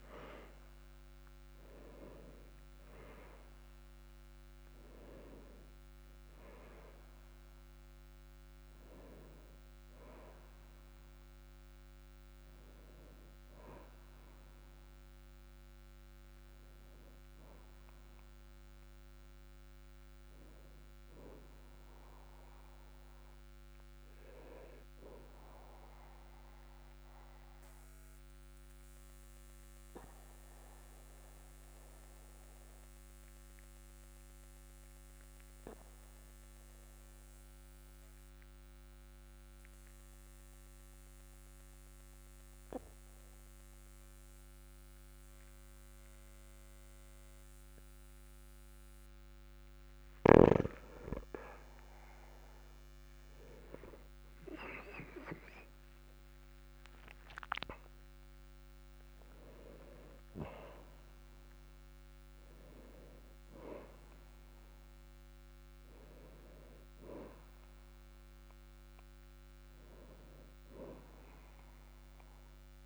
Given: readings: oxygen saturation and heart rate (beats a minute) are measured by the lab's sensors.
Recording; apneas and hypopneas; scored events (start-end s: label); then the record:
breathing in sleep by a microphone on the trachea; 1
0.00-30.00 s: oxygen desaturation (device-marked, oxygen 91% lowest, heart rate 46 extreme)
27.00-50.50 s: obstructive apnea (oxygen 97% before, 95% lowest, heart rate 51 before, 43 extreme, up 6 after)
53.50-59.50 s: arousal
From the record:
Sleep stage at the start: N2 (light sleep); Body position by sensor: on the back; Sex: male